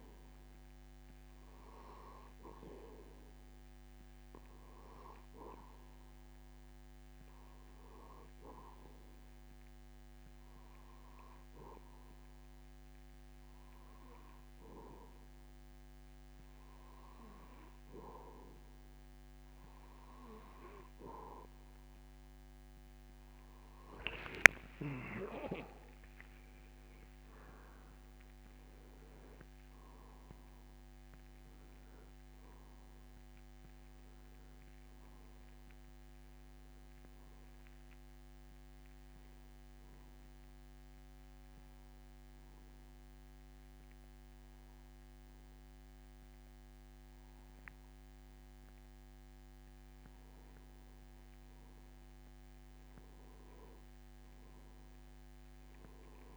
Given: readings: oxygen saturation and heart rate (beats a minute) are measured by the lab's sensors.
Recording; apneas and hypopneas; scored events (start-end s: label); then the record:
breathing in sleep by a microphone on the trachea; 2
8.00-19.50 s: hypopnea (oxygen 92% before, 91% lowest)
24.00-29.00 s: arousal
40.50-50.50 s: obstructive apnea (oxygen 93% before, 91% lowest)
53.50-56.37 s: arousal
From the record:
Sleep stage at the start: N2 (light sleep); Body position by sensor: on the back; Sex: male